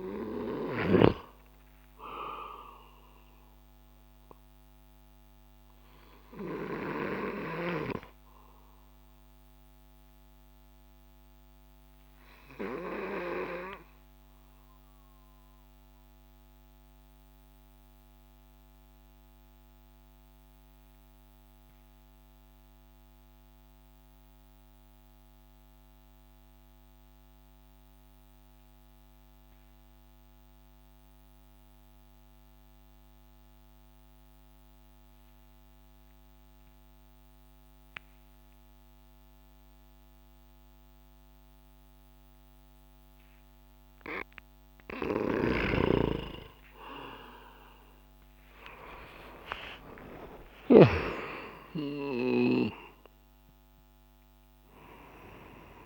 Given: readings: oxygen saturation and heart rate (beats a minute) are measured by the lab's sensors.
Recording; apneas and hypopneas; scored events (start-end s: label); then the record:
breathing in sleep by a microphone on the trachea; 1
4.00-43.00 s: mixed apnea (oxygen 97% before, 91% lowest)
11.00-26.00 s: oxygen desaturation (device-marked, oxygen 94% before, 91% lowest)
48.00-52.50 s: arousal
From the record:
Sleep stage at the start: N2 (light sleep); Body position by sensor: on the back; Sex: male